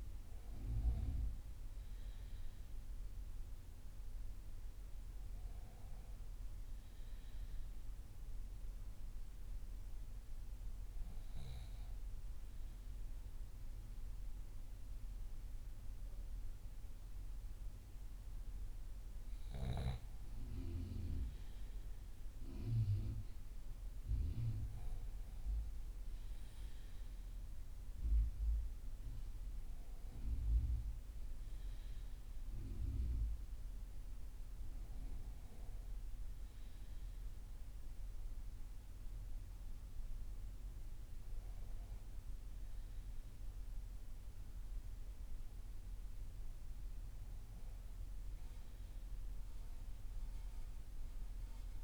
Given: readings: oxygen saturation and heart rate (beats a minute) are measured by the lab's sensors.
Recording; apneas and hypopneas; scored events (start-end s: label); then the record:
breathing in sleep by a room microphone; 1
7.00-19.50 s: hypopnea (oxygen 96% before, 93% lowest)
22.50-27.50 s: arousal
26.50-40.50 s: oxygen desaturation (device-marked, oxygen 96% before, 93% lowest)
38.50-51.84 s: new sleep stage, N2 (light sleep)
From the record:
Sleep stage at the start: REM sleep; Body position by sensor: on the left side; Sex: male